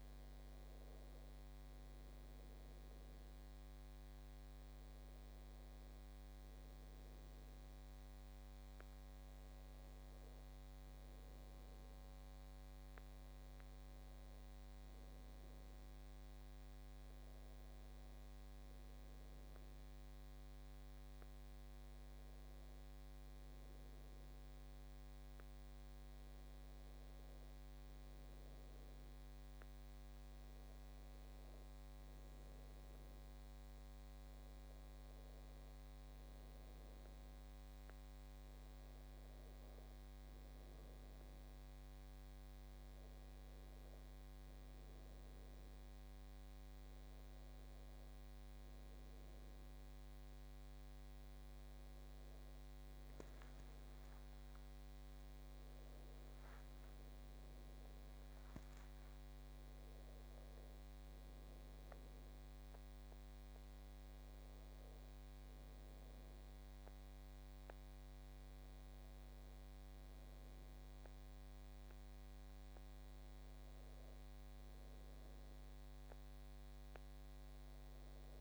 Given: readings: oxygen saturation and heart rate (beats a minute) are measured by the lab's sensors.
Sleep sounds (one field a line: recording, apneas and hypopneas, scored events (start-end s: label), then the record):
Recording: breathing in sleep, hard to hear, by a microphone on the trachea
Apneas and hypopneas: none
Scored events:
54.00-57.00 s: arousal
From the record:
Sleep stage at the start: N1 (lightest sleep)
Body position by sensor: on the back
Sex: female